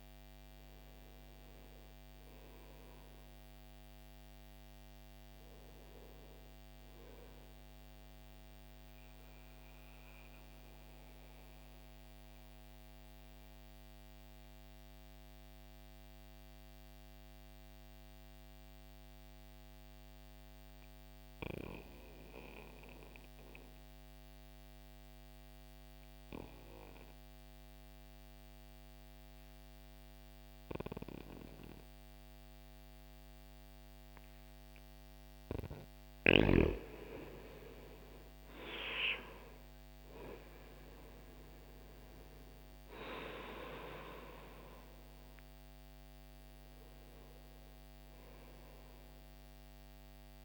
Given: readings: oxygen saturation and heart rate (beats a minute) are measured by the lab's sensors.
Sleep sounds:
breathing in sleep by a microphone on the trachea; 1
8.00-34.50 s: mixed apnea (oxygen 95% before, 89% lowest, heart rate 62 before, 56 extreme, up 1 after)
20.00-30.00 s: oxygen desaturation (device-marked, oxygen 94% before, 89% lowest, heart rate 62 before, 56 extreme)
36.50-41.00 s: arousal
41.00-50.45 s: oxygen desaturation (device-marked, oxygen 98% before, 93% lowest, heart rate 62 before, 59 extreme)
From the record:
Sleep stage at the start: N2 (light sleep); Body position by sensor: on the back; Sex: male

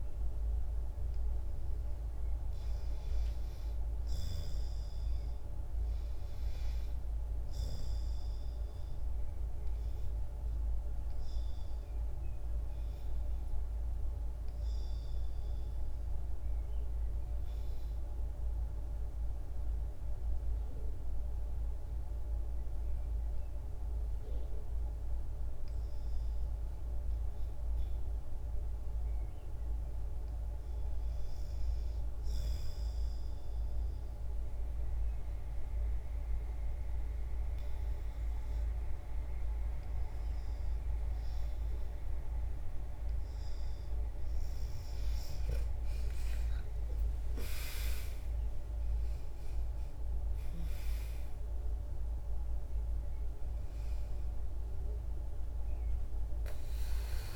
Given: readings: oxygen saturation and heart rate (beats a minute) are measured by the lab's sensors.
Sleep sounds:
breathing in sleep, hard to hear, by a room microphone; 1
0.00-10.00 s: oxygen desaturation (device-marked, oxygen 87% lowest, heart rate 58 extreme)
9.00-27.00 s: obstructive apnea (oxygen 92% before, 81% lowest, heart rate 64 before, 64 extreme, up 3 after)
30.00-34.50 s: arousal
31.00-48.00 s: oxygen desaturation (device-marked, oxygen 90% before, 81% lowest, heart rate 64 before, 63 extreme)
45.00-50.50 s: arousal
53.00-57.36 s: oxygen desaturation (device-marked, oxygen 89% before, 84% lowest, heart rate 72 before, 58 extreme)
From the record:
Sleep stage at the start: REM sleep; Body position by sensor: on the back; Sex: female

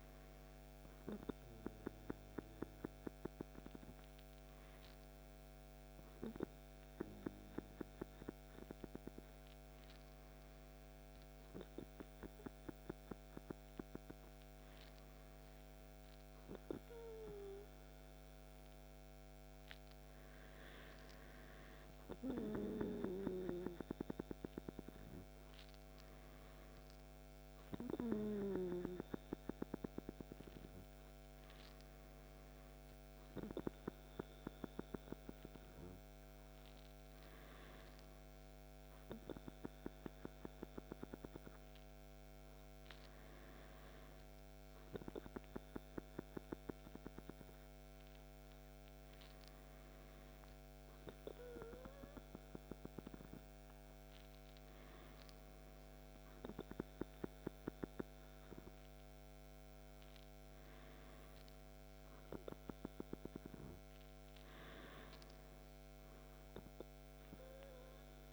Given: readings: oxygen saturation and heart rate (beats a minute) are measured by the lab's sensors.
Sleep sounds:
breathing in sleep by a microphone on the trachea; none
none scored
From the record:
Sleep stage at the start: N2 (light sleep); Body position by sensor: on the back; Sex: male

